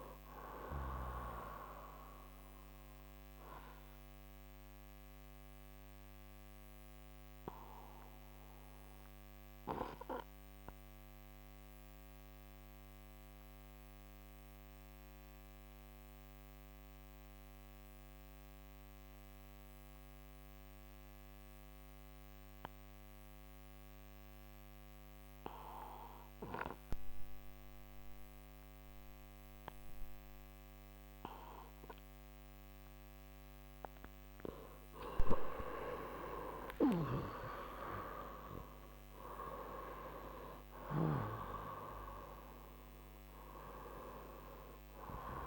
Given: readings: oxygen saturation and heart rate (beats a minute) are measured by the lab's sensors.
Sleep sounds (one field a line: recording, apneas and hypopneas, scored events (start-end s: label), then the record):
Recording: breathing in sleep by a microphone on the trachea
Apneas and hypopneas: 1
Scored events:
0.00-19.00 s: oxygen desaturation (device-marked, oxygen 90% lowest, heart rate 58 extreme)
3.50-34.00 s: obstructive apnea (oxygen 97% before, 89% lowest, heart rate 65 before, 58 extreme, up 32 after)
34.00-45.47 s: oxygen desaturation (device-marked, oxygen 96% before, 89% lowest, heart rate 62 before, 57 extreme)
35.50-39.50 s: arousal
From the record:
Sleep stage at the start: N2 (light sleep)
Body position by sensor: on the right side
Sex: male